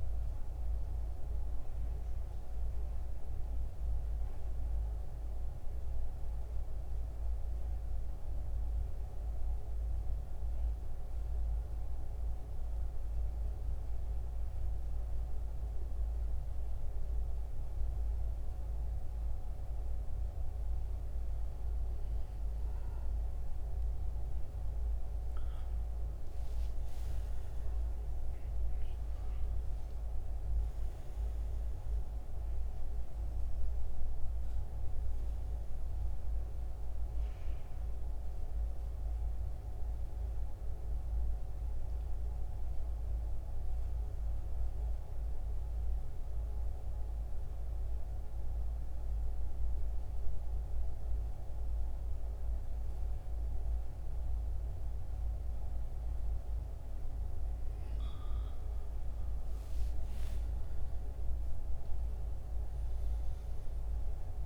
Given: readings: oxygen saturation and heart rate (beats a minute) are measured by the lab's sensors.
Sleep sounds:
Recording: breathing in sleep, hard to hear, by a room microphone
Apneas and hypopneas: 2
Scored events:
8.00-21.00 s: hypopnea (oxygen 97% before, 88% lowest, heart rate 75 before, 68 extreme, up 8 after)
20.00-57.00 s: oxygen desaturation (device-marked, oxygen 96% before, 88% lowest, heart rate 71 before, 66 extreme)
23.50-28.00 s: arousal
38.00-64.46 s: new sleep stage, N2 (light sleep)
39.50-56.50 s: mixed apnea (oxygen 96% before, 88% lowest, heart rate 75 before, 66 extreme, up 13 after)
60.00-64.46 s: arousal
From the record:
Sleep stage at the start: N1 (lightest sleep)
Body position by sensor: on the back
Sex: male

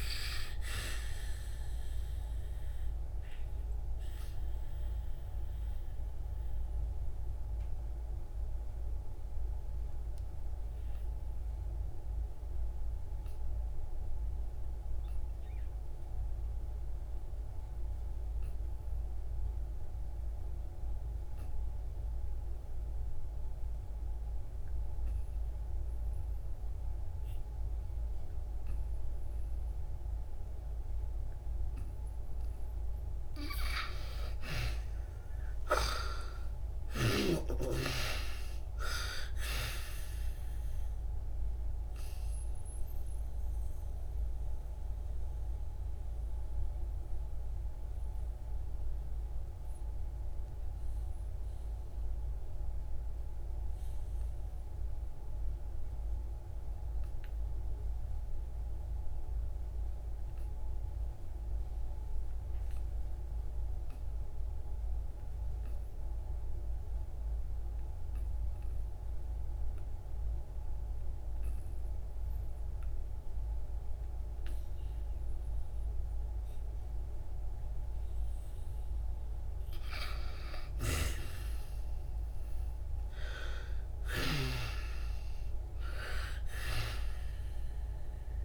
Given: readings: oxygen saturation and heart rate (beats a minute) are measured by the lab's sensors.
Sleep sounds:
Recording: breathing in sleep by a room microphone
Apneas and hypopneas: 2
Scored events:
0.00-1.00 s: oxygen desaturation (device-marked, oxygen 55% lowest, heart rate 63 extreme)
2.50-33.50 s: mixed apnea (oxygen 76% before, 57% lowest, heart rate 71 before, 55 extreme, up 26 after)
6.00-18.00 s: oxygen desaturation (device-marked, oxygen 74% before, 57% lowest, heart rate 74 before, 55 extreme)
28.00-62.00 s: oxygen desaturation (device-marked, oxygen 84% before, 57% lowest, heart rate 71 before, 55 extreme)
35.00-38.50 s: arousal
41.50-79.50 s: obstructive apnea (oxygen 84% before, 55% lowest, heart rate 64 before, 57 extreme, up 19 after)
64.00-88.45 s: oxygen desaturation (device-marked, oxygen 95% before, 55% lowest, heart rate 70 before, 56 extreme)
81.50-85.50 s: arousal
From the record:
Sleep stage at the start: REM sleep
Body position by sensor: on the back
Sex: female

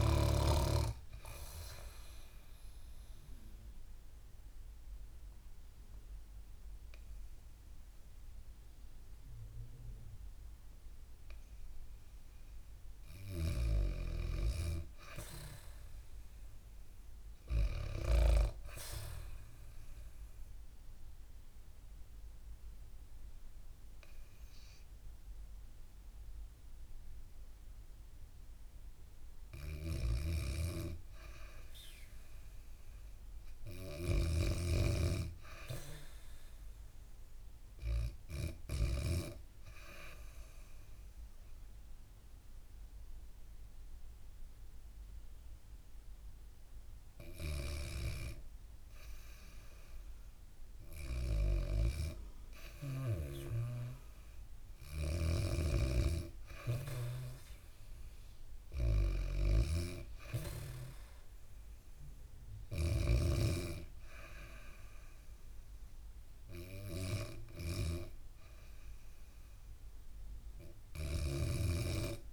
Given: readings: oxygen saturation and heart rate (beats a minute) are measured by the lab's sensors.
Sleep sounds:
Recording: breathing in sleep by a room microphone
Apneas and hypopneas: 2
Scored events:
1.50-13.50 s: obstructive apnea (oxygen 99% before, 95% lowest, heart rate 93 before, 64 extreme, up 4 after)
12.50-17.50 s: snoring (device-marked)
16.00-19.50 s: arousal
18.50-29.50 s: oxygen desaturation (device-marked, oxygen 99% before, 96% lowest, heart rate 68 before, 64 extreme)
29.00-38.50 s: snoring (device-marked)
31.00-34.50 s: arousal
39.50-50.50 s: obstructive apnea (oxygen 99% before, 92% lowest, heart rate 66 before, 65 extreme, up 5 after)
50.50-62.50 s: snoring (device-marked)
51.50-72.33 s: new sleep stage, REM sleep
70.50-72.33 s: snoring (device-marked)
From the record:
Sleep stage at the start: N2 (light sleep)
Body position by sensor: on the back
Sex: female

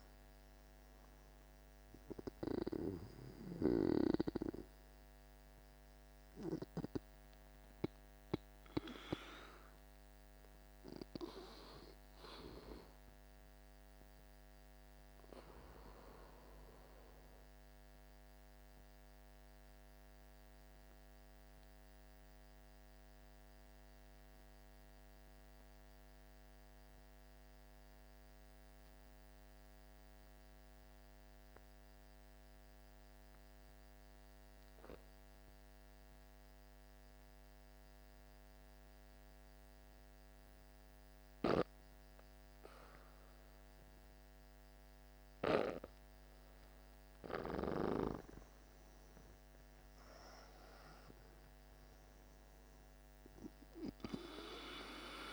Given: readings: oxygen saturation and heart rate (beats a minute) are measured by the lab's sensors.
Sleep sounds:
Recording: breathing in sleep by a microphone on the trachea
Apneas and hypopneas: 1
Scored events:
0.00-21.50 s: oxygen desaturation (device-marked, oxygen 83% lowest, heart rate 48 extreme)
9.50-41.50 s: obstructive apnea (oxygen 98% before, 83% lowest, heart rate 57 before, 49 extreme, up 3 after)
39.50-55.33 s: oxygen desaturation (device-marked, oxygen 99% before, 86% lowest, heart rate 52 before, 48 extreme)
44.50-49.00 s: arousal
From the record:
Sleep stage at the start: N2 (light sleep)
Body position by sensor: on the back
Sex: male

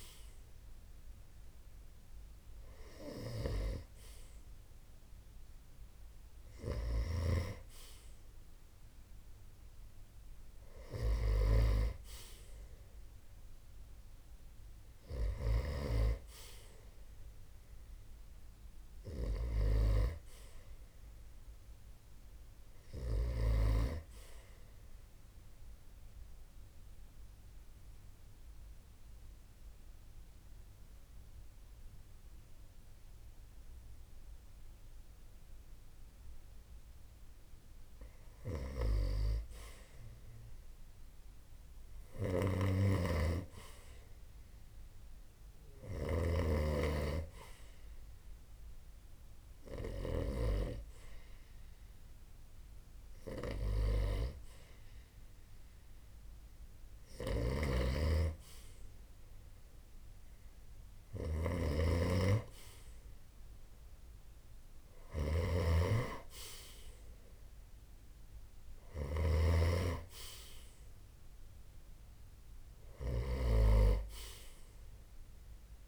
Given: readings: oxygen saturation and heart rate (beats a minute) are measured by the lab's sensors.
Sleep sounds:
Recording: breathing in sleep by a room microphone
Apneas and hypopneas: 1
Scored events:
24.00-36.50 s: obstructive apnea (oxygen 92% before, 82% lowest)
36.00-63.00 s: oxygen desaturation (device-marked, oxygen 91% before, 82% lowest)
39.00-42.50 s: arousal
41.50-49.50 s: snoring (device-marked)
49.00-75.88 s: new sleep stage, REM sleep
56.50-68.50 s: snoring (device-marked)
From the record:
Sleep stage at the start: N2 (light sleep)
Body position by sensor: on the right side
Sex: male

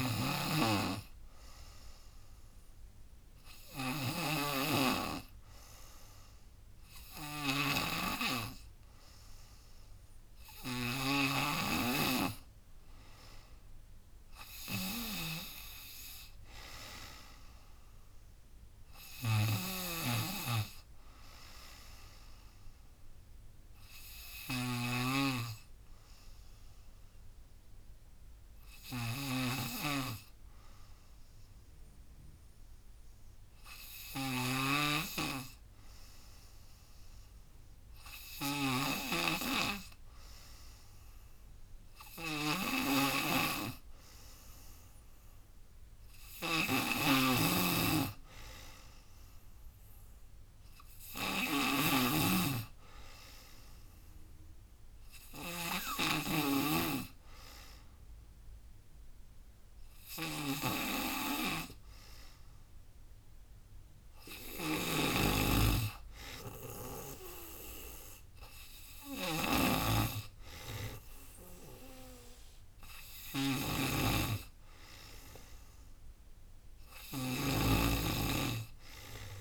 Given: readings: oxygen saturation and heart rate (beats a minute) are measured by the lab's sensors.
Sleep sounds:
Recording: breathing in sleep by a room microphone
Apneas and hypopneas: 1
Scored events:
0.00-1.50 s: long interval between heartbeats (device-marked, heart rate 64 extreme)
0.00-8.50 s: bradycardia (device-marked)
0.00-79.41 s: snoring (device-marked)
4.00-6.00 s: long interval between heartbeats (device-marked, heart rate 63 before, 58 extreme)
7.50-9.50 s: long interval between heartbeats (device-marked, heart rate 62 before, 50 extreme)
11.50-22.50 s: drop in pulse transit time (device-marked, heart rate 62 before, 52 extreme)
12.00-14.00 s: long interval between heartbeats (device-marked, heart rate 62 before, 62 extreme)
14.00-17.50 s: arousal
14.50-19.50 s: bradycardia (device-marked)
23.50-40.00 s: obstructive apnea (oxygen 97% before, 92% lowest, heart rate 58 before, 74 extreme, up 15 after)
43.50-47.00 s: arousal
46.50-65.50 s: oxygen desaturation (device-marked, oxygen 96% before, 92% lowest, heart rate 80 before, 81 extreme)
66.50-76.50 s: drop in pulse transit time (device-marked, heart rate 87 before, 84 extreme)
73.50-76.50 s: arousal
From the record:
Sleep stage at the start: N2 (light sleep)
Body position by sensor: on the back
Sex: female

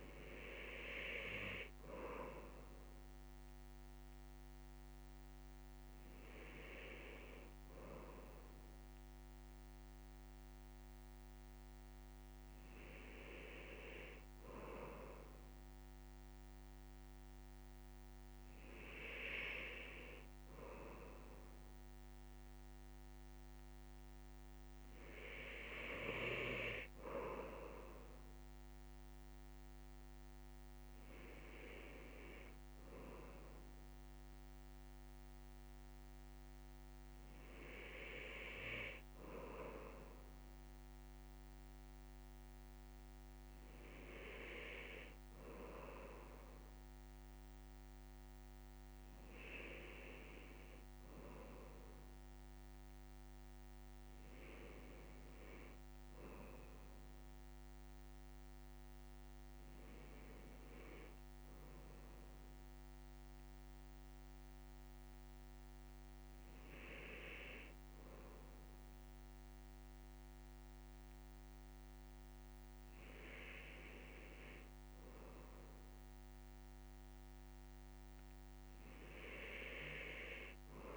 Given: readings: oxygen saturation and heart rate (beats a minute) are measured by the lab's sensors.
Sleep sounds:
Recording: breathing in sleep by a microphone on the trachea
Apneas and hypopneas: none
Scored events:
none scored
From the record:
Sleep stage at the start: N2 (light sleep)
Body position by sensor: on the left side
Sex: male

